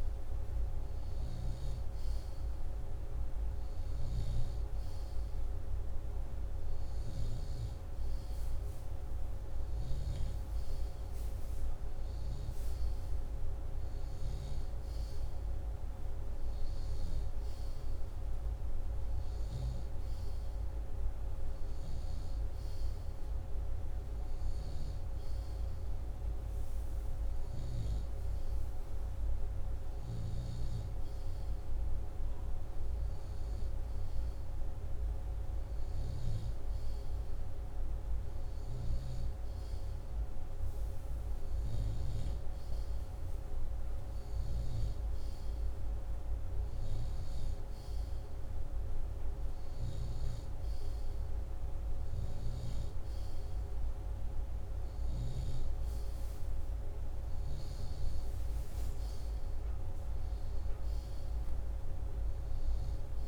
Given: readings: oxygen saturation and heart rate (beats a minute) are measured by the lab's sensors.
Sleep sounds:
breathing in sleep, hard to hear, by a room microphone; none
none scored
From the record:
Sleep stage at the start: N2 (light sleep); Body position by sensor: upright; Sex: male

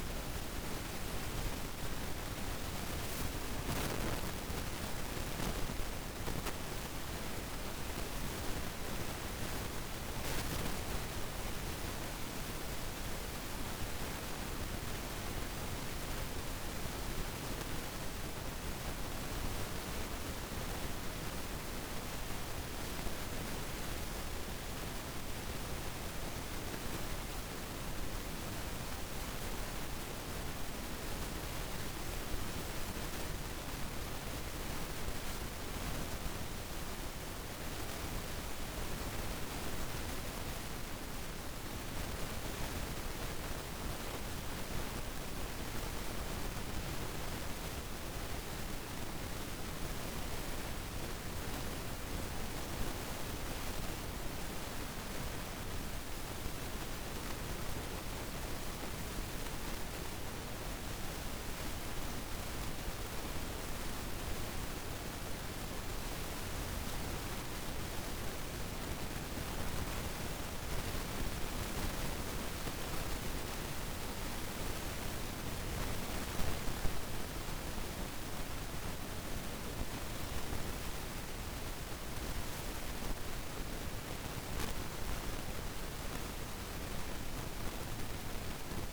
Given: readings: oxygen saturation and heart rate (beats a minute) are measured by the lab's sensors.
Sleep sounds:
breathing in sleep, hard to hear, by a room microphone; 2
4.50-15.50 s: hypopnea (oxygen 95% before, 89% lowest, heart rate 55 before, 54 extreme, up 1 after)
18.00-22.50 s: arousal
26.50-36.50 s: oxygen desaturation (device-marked, oxygen 96% before, 91% lowest, heart rate 54 before, 54 extreme)
27.00-38.50 s: obstructive apnea (oxygen 96% before, 89% lowest, heart rate 54 before, 54 extreme, up 4 after)
43.00-48.00 s: arousal
43.50-56.50 s: oxygen desaturation (device-marked, oxygen 95% before, 89% lowest, heart rate 55 before, 52 extreme)
67.50-75.50 s: oxygen desaturation (device-marked, oxygen 96% before, 91% lowest, heart rate 55 before, 52 extreme)
From the record:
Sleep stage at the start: N2 (light sleep); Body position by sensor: on the back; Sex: female

